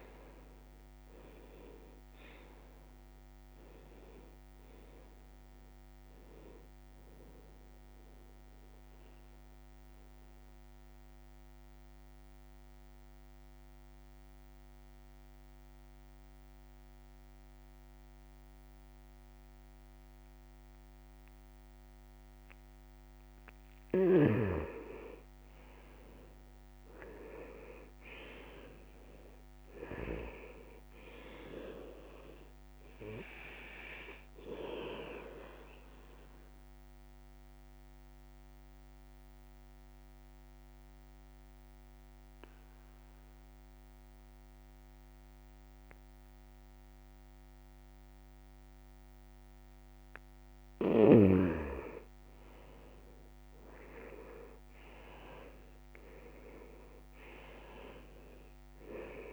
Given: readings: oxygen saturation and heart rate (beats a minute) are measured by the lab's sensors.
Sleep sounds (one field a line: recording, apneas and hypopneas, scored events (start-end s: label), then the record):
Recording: breathing in sleep by a microphone on the trachea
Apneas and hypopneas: 2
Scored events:
8.50-23.50 s: mixed apnea (oxygen 98% before, 89% lowest, heart rate 161 before, 79 extreme)
15.00-31.00 s: oxygen desaturation (device-marked, oxygen 96% before, 91% lowest, heart rate 146 before, 79 extreme)
25.50-29.50 s: arousal
35.50-50.50 s: mixed apnea (oxygen 99% before, 89% lowest, heart rate 144 before, 78 extreme, up 42 after)
41.00-55.00 s: oxygen desaturation (device-marked, oxygen 99% before, 90% lowest, heart rate 142 before, 78 extreme)
53.00-57.50 s: arousal
From the record:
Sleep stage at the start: N2 (light sleep)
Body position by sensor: on the back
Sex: male